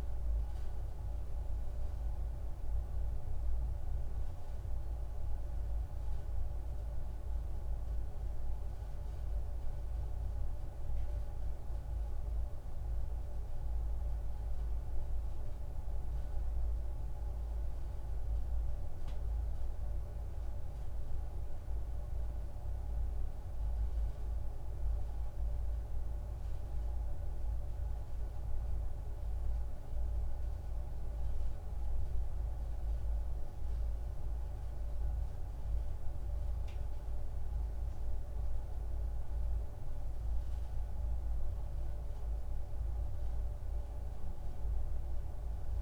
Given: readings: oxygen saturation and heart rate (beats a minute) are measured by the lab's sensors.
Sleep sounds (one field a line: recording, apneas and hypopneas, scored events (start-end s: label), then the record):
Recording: a person awake in a sleep study, hard to hear, by a room microphone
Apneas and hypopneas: none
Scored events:
33.00-45.82 s: new sleep stage, N1 (lightest sleep)
From the record:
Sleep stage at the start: awake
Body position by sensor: on the back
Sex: male